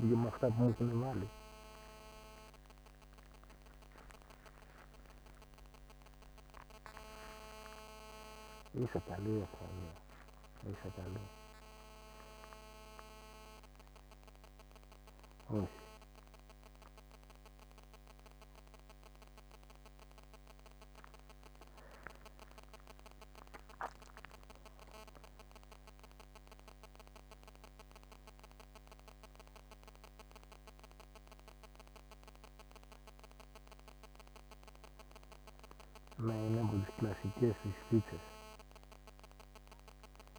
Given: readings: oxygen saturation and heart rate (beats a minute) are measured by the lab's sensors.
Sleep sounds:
a person awake in a sleep study, by a microphone on the trachea; none
none scored
From the record:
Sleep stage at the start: awake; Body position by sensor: on the back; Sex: male

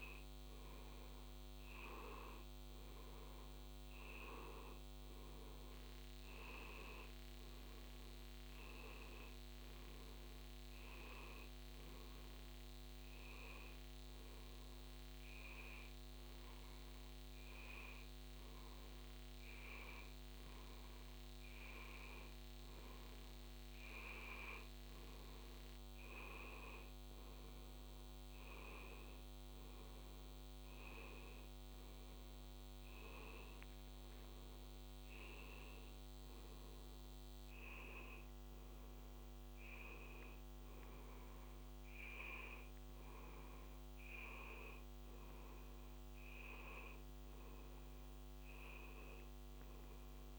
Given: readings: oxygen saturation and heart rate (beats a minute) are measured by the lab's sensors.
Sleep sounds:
a person awake in a sleep study, by a microphone on the trachea; none
none scored
From the record:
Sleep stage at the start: awake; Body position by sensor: on the back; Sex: male

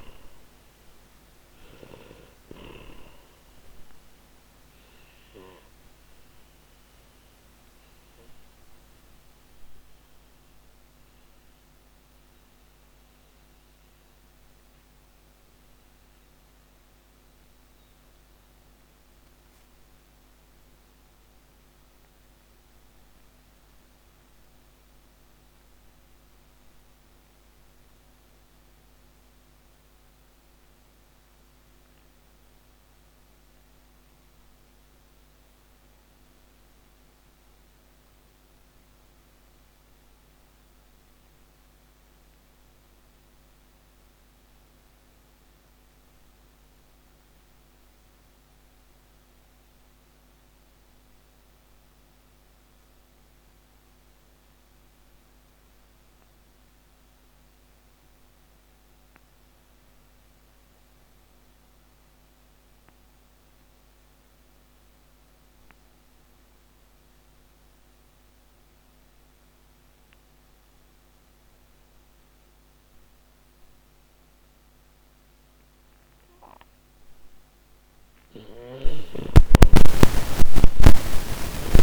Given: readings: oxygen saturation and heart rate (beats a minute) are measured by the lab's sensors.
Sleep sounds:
breathing in sleep by a microphone on the trachea; 1
0.00-38.50 s: oxygen desaturation (device-marked, oxygen 83% lowest, heart rate 87 extreme)
7.00-76.00 s: mixed apnea (oxygen 97% before, 82% lowest)
63.50-81.83 s: oxygen desaturation (device-marked, oxygen 97% before, 82% lowest)
78.00-81.83 s: arousal
From the record:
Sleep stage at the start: N2 (light sleep); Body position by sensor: on the back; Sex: male

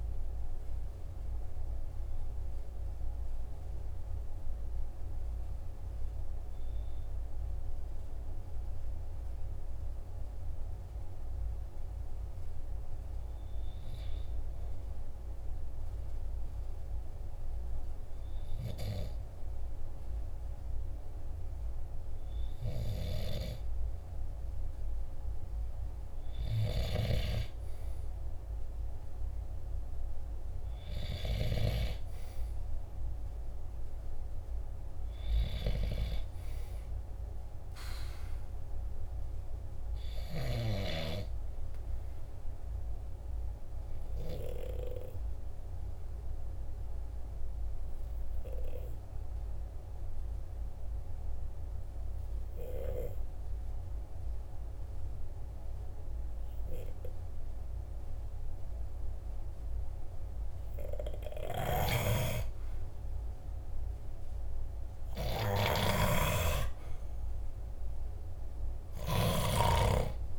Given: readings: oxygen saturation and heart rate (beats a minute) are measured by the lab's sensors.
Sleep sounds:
breathing in sleep by a room microphone; 2
0.00-12.50 s: oxygen desaturation (device-marked, oxygen 94% lowest, heart rate 44 extreme)
8.00-25.00 s: hypopnea (oxygen 97% before, 94% lowest, heart rate 48 before, 46 extreme, up 0 after)
26.50-30.50 s: arousal
41.50-61.50 s: obstructive apnea (oxygen 98% before, 94% lowest, heart rate 47 before, 46 extreme, up 8 after)
64.00-68.50 s: arousal
65.00-69.00 s: snoring (device-marked)
From the record:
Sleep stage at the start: N2 (light sleep); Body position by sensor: on the back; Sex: male

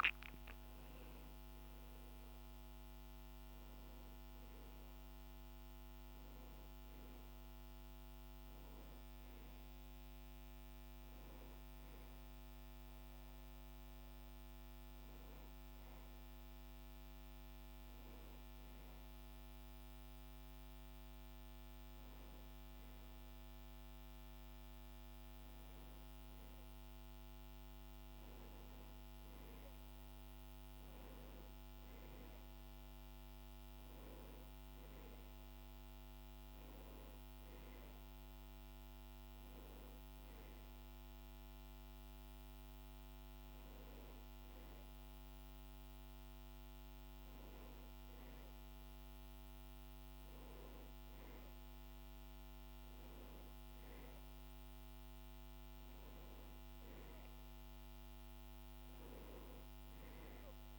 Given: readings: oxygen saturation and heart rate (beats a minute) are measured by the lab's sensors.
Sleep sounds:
breathing in sleep, hard to hear, by a microphone on the trachea; none
none scored
From the record:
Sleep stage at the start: N2 (light sleep); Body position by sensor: on the back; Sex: male

